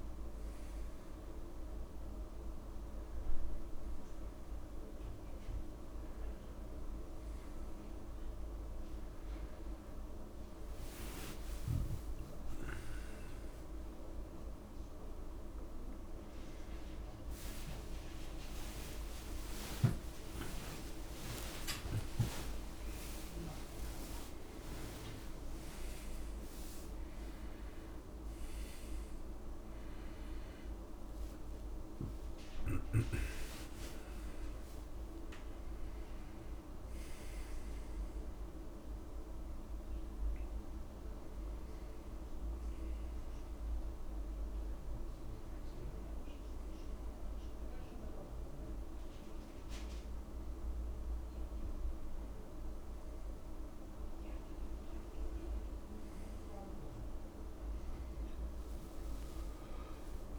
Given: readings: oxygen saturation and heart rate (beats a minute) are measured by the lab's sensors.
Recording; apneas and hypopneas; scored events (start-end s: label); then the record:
a person awake in a sleep study, hard to hear, by a room microphone; none
0.00-1.00 s: long interval between heartbeats (device-marked, heart rate 126 extreme)
0.00-9.50 s: oxygen desaturation (device-marked, oxygen 92% lowest, heart rate 70 extreme)
12.00-14.00 s: long interval between heartbeats (device-marked, heart rate 107 before, 96 extreme)
17.50-19.50 s: long interval between heartbeats (device-marked, heart rate 94 before, 99 extreme)
21.50-23.50 s: long interval between heartbeats (device-marked, heart rate 88 before, 133 extreme)
23.50-25.50 s: long interval between heartbeats (device-marked, heart rate 94 before, 127 extreme)
33.00-35.00 s: long interval between heartbeats (device-marked, heart rate 106 before, 88 extreme)
38.50-40.50 s: long interval between heartbeats (device-marked, heart rate 100 before, 66 extreme)
41.50-43.50 s: long interval between heartbeats (device-marked, heart rate 93 before, 57 extreme)
46.50-48.50 s: long interval between heartbeats (device-marked, heart rate 74 before, 54 extreme)
51.00-53.00 s: long interval between heartbeats (device-marked, heart rate 66 before, 54 extreme)
57.50-59.50 s: long interval between heartbeats (device-marked, heart rate 55 before, 45 extreme)
From the record:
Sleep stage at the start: awake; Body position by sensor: on the back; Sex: male